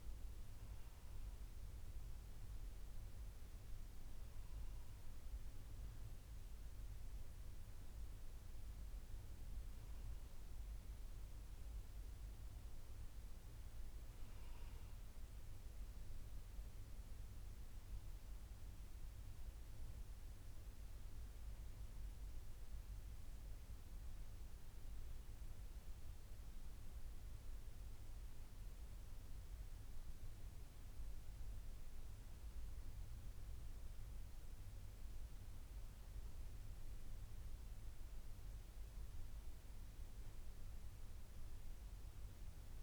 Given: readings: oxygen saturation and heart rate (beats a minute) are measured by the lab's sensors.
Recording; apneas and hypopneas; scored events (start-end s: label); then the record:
breathing in sleep, hard to hear, by a room microphone; none
none scored
From the record:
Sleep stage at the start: N1 (lightest sleep); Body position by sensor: on the back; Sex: female